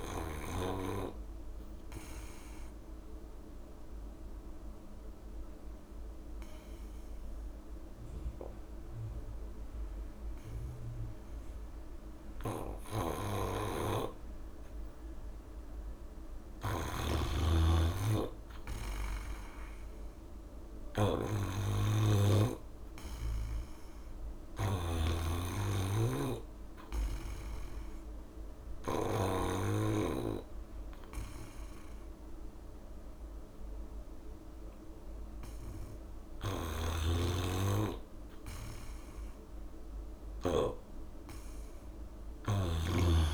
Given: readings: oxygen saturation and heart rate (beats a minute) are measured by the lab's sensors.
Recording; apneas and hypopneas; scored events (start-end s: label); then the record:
breathing in sleep by a room microphone; 1
0.00-15.00 s: oxygen desaturation (device-marked, oxygen 81% lowest, heart rate 59 extreme)
3.00-16.50 s: obstructive apnea (oxygen 98% before, 81% lowest, heart rate 67 before, 66 extreme)
12.50-25.00 s: snoring (device-marked)
20.00-23.50 s: arousal
26.00-36.00 s: oxygen desaturation (device-marked, oxygen 96% before, 88% lowest, heart rate 70 before, 66 extreme)
36.00-40.50 s: snoring (device-marked)
40.50-43.34 s: arousal
From the record:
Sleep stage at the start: N2 (light sleep); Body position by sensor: on the back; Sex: male